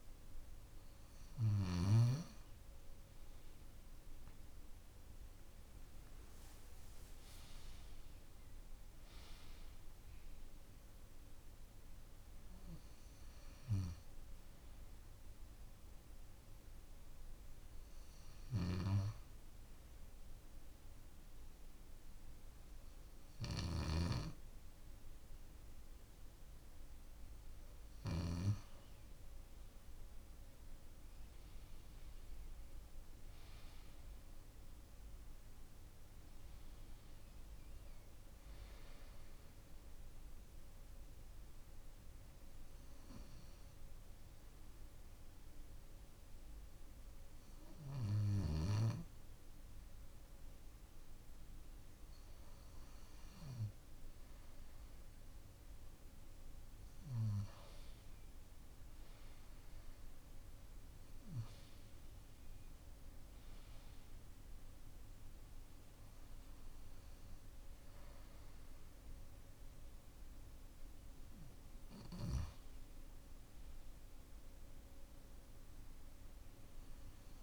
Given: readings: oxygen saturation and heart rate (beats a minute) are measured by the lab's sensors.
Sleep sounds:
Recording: breathing in sleep by a room microphone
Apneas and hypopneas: 2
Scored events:
4.50-8.00 s: arousal
15.50-27.50 s: hypopnea (oxygen 94% before, 92% lowest, heart rate 125 before, 79 extreme)
29.50-34.00 s: arousal
41.00-53.00 s: hypopnea (oxygen 94% before, 92% lowest, heart rate 128 before, 99 extreme, up 30 after)
58.50-62.00 s: arousal
From the record:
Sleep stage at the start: N2 (light sleep)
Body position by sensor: on the left side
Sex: male

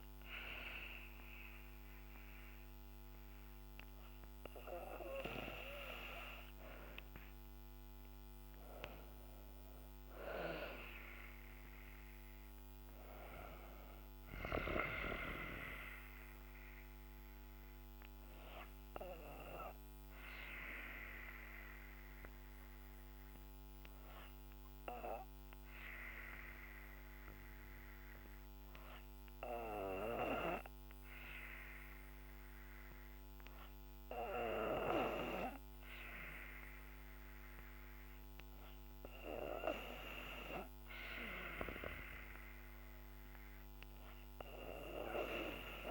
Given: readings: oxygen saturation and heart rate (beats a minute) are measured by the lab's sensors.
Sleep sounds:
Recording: breathing in sleep by a microphone on the trachea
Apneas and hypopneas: 1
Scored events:
7.50-11.50 s: arousal
20.50-41.50 s: hypopnea (oxygen 94% before, 91% lowest, heart rate 66 before, 60 extreme, up 1 after)
40.50-45.91 s: oxygen desaturation (device-marked, oxygen 97% before, 91% lowest, heart rate 62 before, 63 extreme)
44.00-45.91 s: arousal
From the record:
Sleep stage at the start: N2 (light sleep)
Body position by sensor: on the back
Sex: female

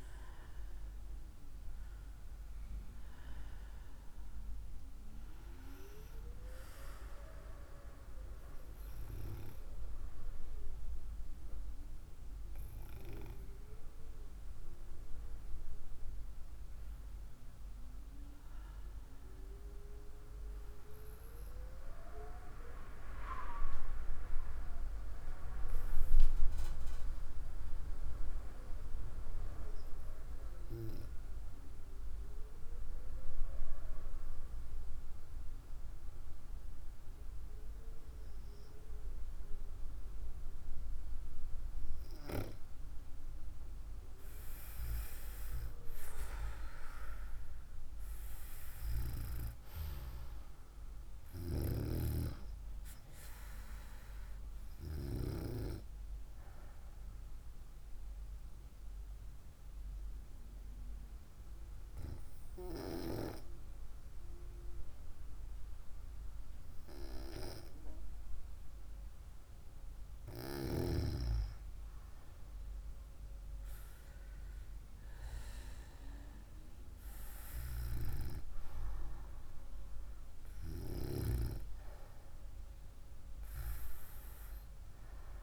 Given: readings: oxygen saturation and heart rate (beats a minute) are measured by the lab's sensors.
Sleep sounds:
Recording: breathing in sleep by a room microphone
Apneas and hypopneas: 2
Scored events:
0.00-11.00 s: oxygen desaturation (device-marked, oxygen 92% lowest, heart rate 54 extreme)
23.50-27.50 s: arousal
33.00-43.00 s: hypopnea (oxygen 97% before, 93% lowest, heart rate 59 before, 54 extreme, up 3 after)
45.00-49.00 s: arousal
56.50-69.50 s: hypopnea (oxygen 96% before, 93% lowest, heart rate 57 before, 56 extreme, up 4 after)
71.50-75.50 s: arousal
From the record:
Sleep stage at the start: N2 (light sleep)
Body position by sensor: on the right side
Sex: female

